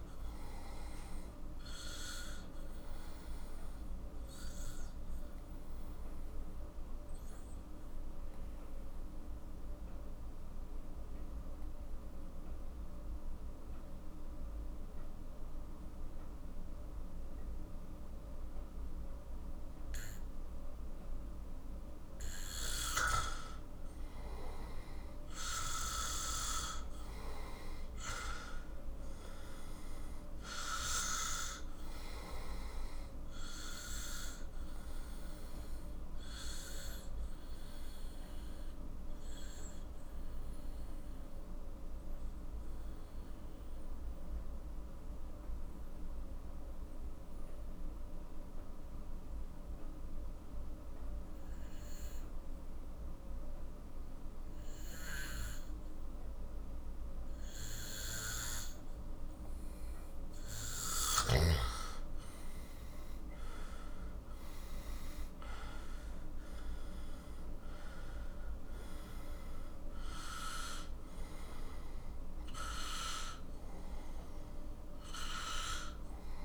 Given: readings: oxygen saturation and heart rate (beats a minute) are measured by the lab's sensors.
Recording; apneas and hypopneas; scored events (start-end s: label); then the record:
breathing in sleep by a room microphone; 2
0.00-16.00 s: oxygen desaturation (device-marked, oxygen 92% lowest, heart rate 42 extreme)
2.50-22.00 s: obstructive apnea (oxygen 97% before, 90% lowest, heart rate 52 before, 39 extreme, up 11 after)
23.50-28.50 s: arousal
25.00-50.00 s: oxygen desaturation (device-marked, oxygen 97% before, 90% lowest, heart rate 47 before, 39 extreme)
34.50-59.00 s: obstructive apnea (heart rate 52 before, 39 extreme, up 13 after)
74.00-76.45 s: new sleep stage, awake
From the record:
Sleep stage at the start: N2 (light sleep); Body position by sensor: on the back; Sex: male